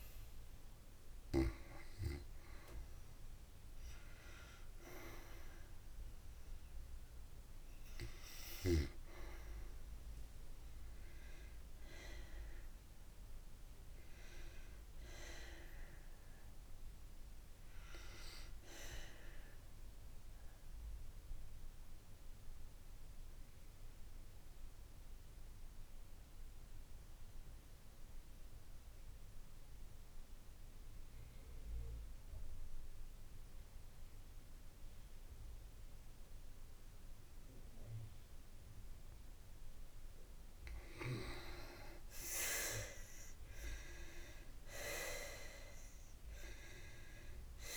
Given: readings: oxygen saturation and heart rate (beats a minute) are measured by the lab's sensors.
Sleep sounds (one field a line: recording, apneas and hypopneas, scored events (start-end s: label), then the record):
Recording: breathing in sleep by a room microphone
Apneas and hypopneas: 1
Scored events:
7.00-11.00 s: arousal
12.50-38.50 s: oxygen desaturation (device-marked, oxygen 95% before, 90% lowest, heart rate 59 before, 55 extreme)
18.50-38.50 s: obstructive apnea (oxygen 95% before, 88% lowest, heart rate 60 before, 55 extreme, up 2 after)
42.00-46.00 s: arousal
From the record:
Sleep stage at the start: N2 (light sleep)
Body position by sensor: on the back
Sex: female